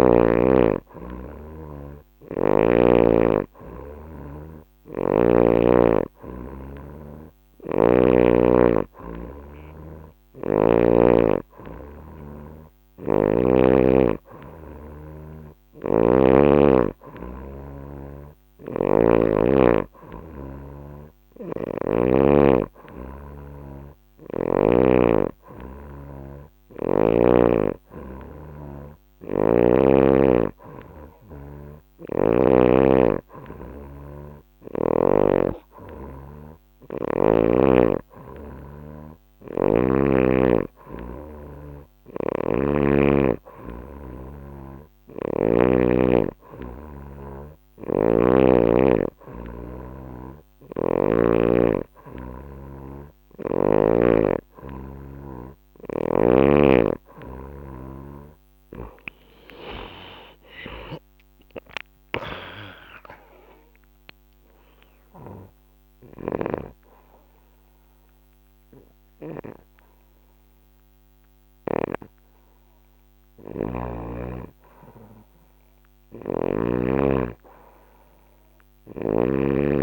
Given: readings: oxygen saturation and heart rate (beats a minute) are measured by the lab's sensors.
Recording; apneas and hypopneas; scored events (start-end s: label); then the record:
breathing in sleep by a microphone on the trachea; none
27.50-31.00 s: snoring (device-marked)
59.50-63.00 s: arousal
65.50-71.50 s: snoring (device-marked)
From the record:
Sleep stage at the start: N3 (deep sleep); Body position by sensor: on the back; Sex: female